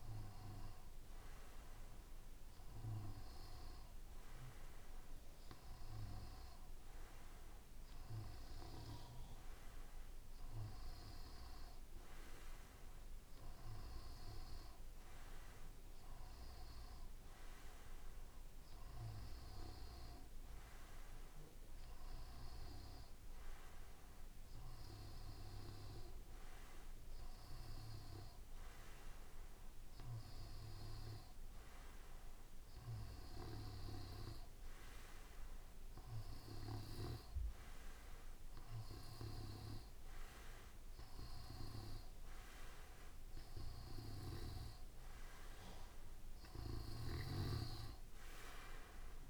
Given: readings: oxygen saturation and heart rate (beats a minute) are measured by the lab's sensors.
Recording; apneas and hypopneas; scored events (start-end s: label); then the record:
breathing in sleep by a room microphone; none
none scored
From the record:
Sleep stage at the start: N2 (light sleep); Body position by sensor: on the back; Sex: male